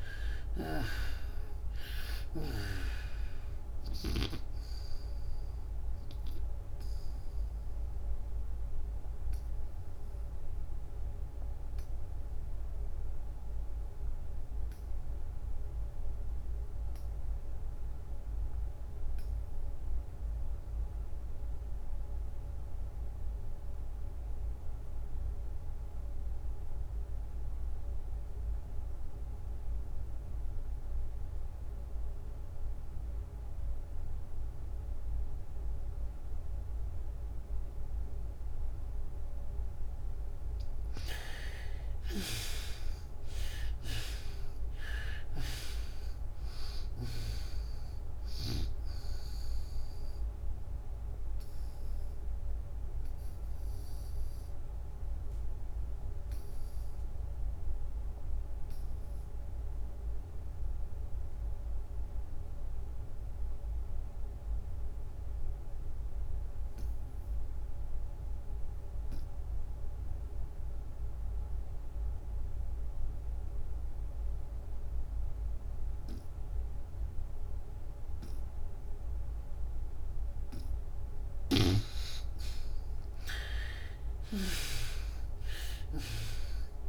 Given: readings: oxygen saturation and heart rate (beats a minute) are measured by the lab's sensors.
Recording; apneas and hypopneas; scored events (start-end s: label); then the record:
breathing in sleep by a room microphone; 2
0.00-3.00 s: arousal
5.50-38.50 s: obstructive apnea (oxygen 79% before, 48% lowest, heart rate 98 before, 57 extreme, up 57 after)
19.50-64.50 s: oxygen desaturation (device-marked, oxygen 91% before, 51% lowest, heart rate 84 before, 57 extreme)
25.50-33.50 s: bradycardia (device-marked, heart rate 85 before, 57 extreme)
30.50-86.89 s: new sleep stage, REM sleep
41.00-46.00 s: arousal
51.00-80.50 s: obstructive apnea (oxygen 84% before, 48% lowest, heart rate 81 before, 63 extreme)
76.50-86.89 s: oxygen desaturation (device-marked, oxygen 93% before, 48% lowest, heart rate 73 before, 79 extreme)
83.00-86.50 s: arousal
From the record:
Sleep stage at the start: N2 (light sleep); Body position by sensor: on the back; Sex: female